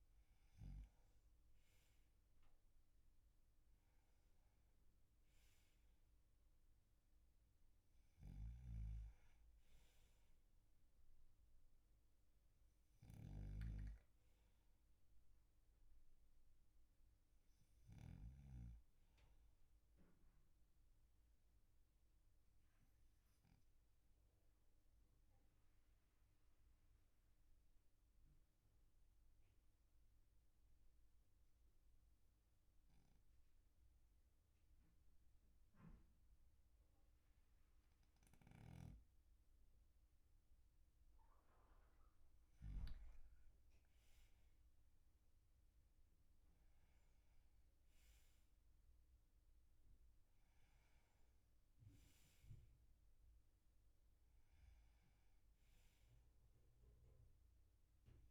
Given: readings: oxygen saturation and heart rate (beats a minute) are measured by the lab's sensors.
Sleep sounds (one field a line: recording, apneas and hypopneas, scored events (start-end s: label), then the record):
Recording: breathing in sleep, hard to hear, by a room microphone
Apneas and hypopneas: 1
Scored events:
21.50-41.00 s: obstructive apnea (oxygen 98% before, 94% lowest, heart rate 50 before, 39 extreme, up 9 after)
43.00-46.50 s: arousal
From the record:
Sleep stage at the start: N2 (light sleep)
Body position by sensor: on the back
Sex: male